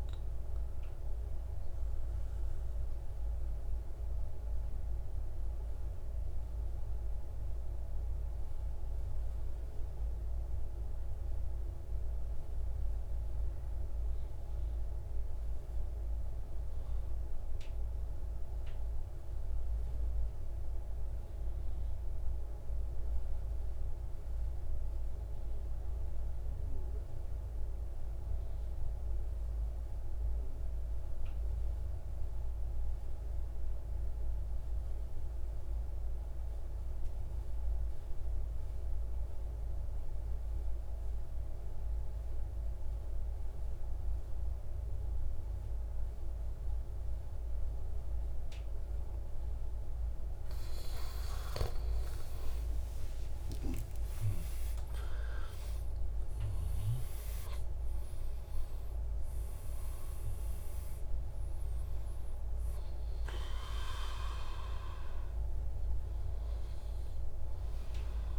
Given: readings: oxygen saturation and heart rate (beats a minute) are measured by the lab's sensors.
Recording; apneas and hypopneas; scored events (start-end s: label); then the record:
breathing in sleep, hard to hear, by a room microphone; 1
0.00-18.00 s: oxygen desaturation (device-marked, oxygen 92% lowest)
2.50-49.50 s: mixed apnea (oxygen 98% before, 86% lowest)
35.00-68.39 s: oxygen desaturation (device-marked, oxygen 98% before, 86% lowest, heart rate 66 before, 79 extreme)
52.00-57.00 s: arousal
From the record:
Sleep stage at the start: N2 (light sleep); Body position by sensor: on the right side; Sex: male